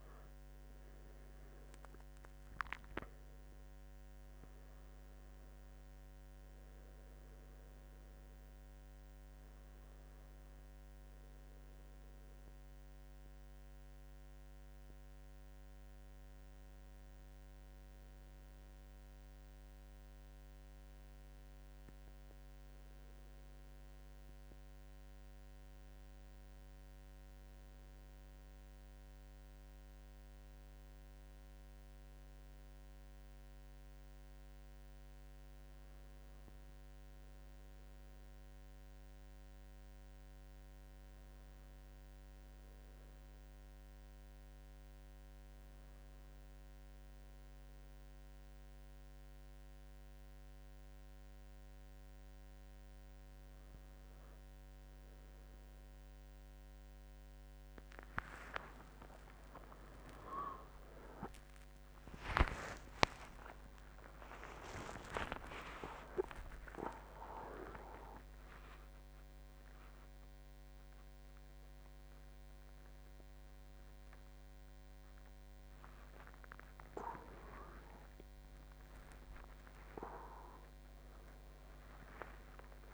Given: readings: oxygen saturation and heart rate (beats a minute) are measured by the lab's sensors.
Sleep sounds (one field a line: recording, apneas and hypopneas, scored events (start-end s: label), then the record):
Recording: a person partly awake in a sleep study, by a microphone on the trachea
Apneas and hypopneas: none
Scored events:
49.00-82.94 s: new sleep stage, awake
From the record:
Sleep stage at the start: N2 (light sleep)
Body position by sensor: on the right side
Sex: male